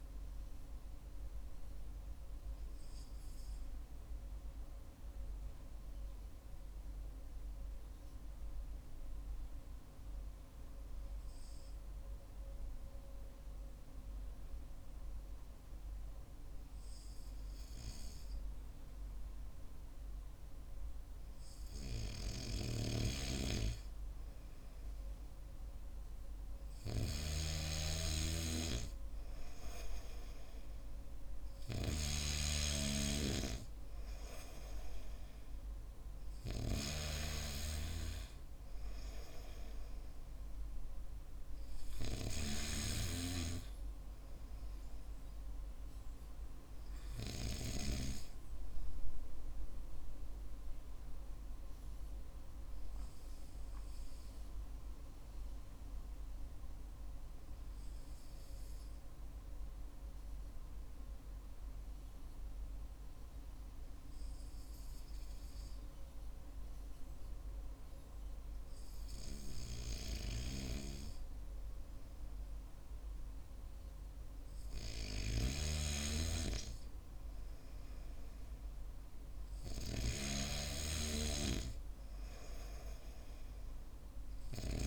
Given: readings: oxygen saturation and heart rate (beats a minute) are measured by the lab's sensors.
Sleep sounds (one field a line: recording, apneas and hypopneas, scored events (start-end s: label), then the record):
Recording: breathing in sleep by a room microphone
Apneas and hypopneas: 2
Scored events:
2.50-19.50 s: hypopnea (oxygen 98% before, 94% lowest, heart rate 54 before, 50 extreme, up 8 after)
21.50-24.00 s: arousal
27.00-33.00 s: snoring (device-marked)
52.50-74.50 s: hypopnea (oxygen 96% before, 94% lowest, heart rate 54 before, 51 extreme, up 3 after)
77.00-80.00 s: arousal
From the record:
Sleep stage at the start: N2 (light sleep)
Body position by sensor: on the back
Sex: male